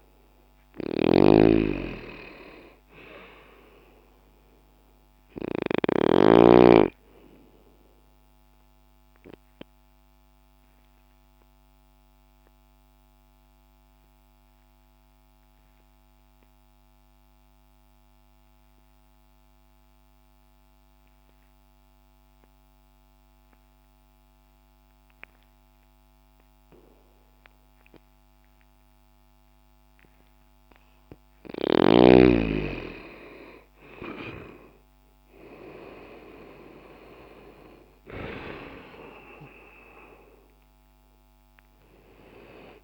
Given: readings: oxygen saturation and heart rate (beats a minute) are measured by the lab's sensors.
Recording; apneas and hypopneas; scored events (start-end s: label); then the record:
breathing in sleep by a microphone on the trachea; 1
0.00-3.00 s: arousal
0.00-6.00 s: snoring (device-marked)
9.50-31.50 s: obstructive apnea (oxygen 97% before, 85% lowest, heart rate 61 before, 60 extreme, up 5 after)
22.00-32.00 s: oxygen desaturation (device-marked, oxygen 93% before, 85% lowest, heart rate 61 before, 60 extreme)
33.50-38.00 s: arousal
From the record:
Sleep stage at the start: N2 (light sleep); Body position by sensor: on the left side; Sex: male